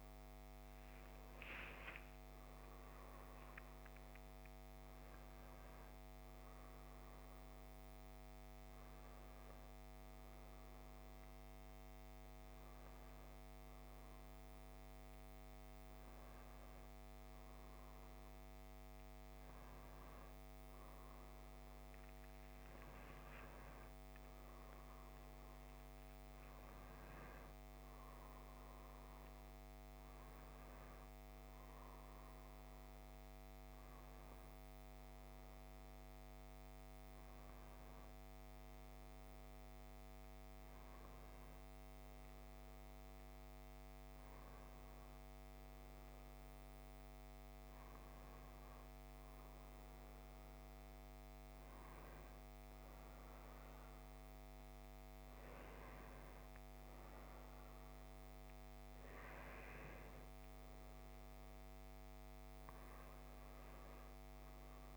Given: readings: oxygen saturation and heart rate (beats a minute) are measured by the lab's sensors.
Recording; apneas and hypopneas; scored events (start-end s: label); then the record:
a person partly awake in a sleep study, hard to hear, by a microphone on the trachea; none
16.00-64.97 s: new sleep stage, N1 (lightest sleep)
From the record:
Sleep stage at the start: awake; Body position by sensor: on the back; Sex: male